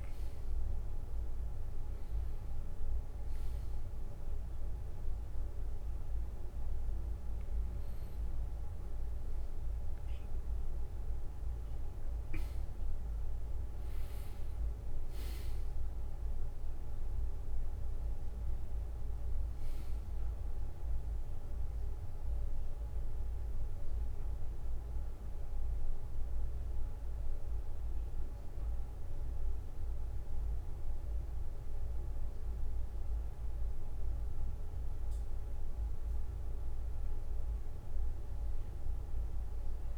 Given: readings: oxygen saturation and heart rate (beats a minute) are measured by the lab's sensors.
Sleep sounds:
breathing in sleep, hard to hear, by a room microphone; none
2.00-5.00 s: bradycardia (device-marked, heart rate 63 before, 60 extreme)
22.00-25.00 s: bradycardia (device-marked, heart rate 63 before, 59 extreme)
38.00-39.98 s: arousal
From the record:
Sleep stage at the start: N2 (light sleep); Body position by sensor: on the back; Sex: male

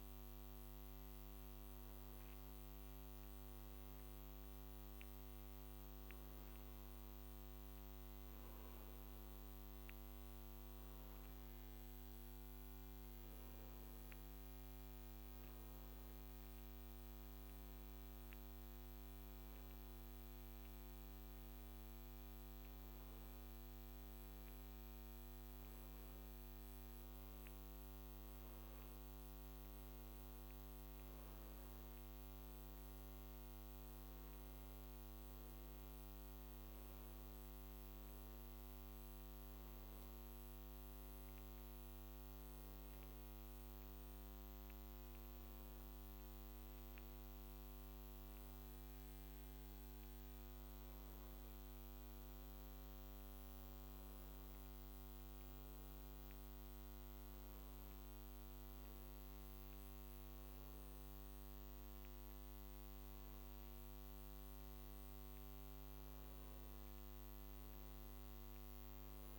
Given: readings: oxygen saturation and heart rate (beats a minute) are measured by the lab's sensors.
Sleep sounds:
breathing in sleep, hard to hear, by a microphone on the trachea; none
none scored
From the record:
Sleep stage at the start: N1 (lightest sleep); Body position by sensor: on the back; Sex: male

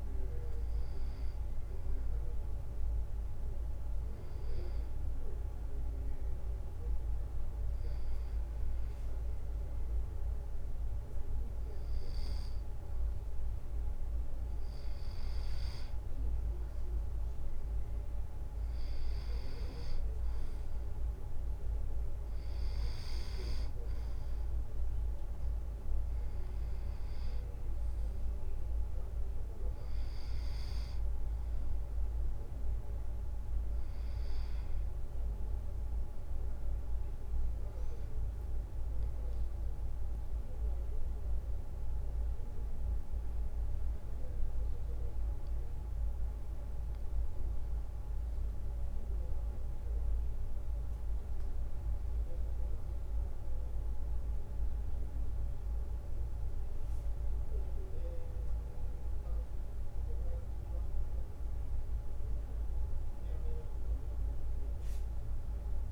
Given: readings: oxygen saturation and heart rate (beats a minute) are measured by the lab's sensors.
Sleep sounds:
breathing in sleep, hard to hear, by a room microphone; none
37.50-42.00 s: arousal
38.50-55.50 s: drop in pulse transit time (device-marked, heart rate 58 before, 59 extreme)
From the record:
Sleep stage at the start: N2 (light sleep); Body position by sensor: on the back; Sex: male

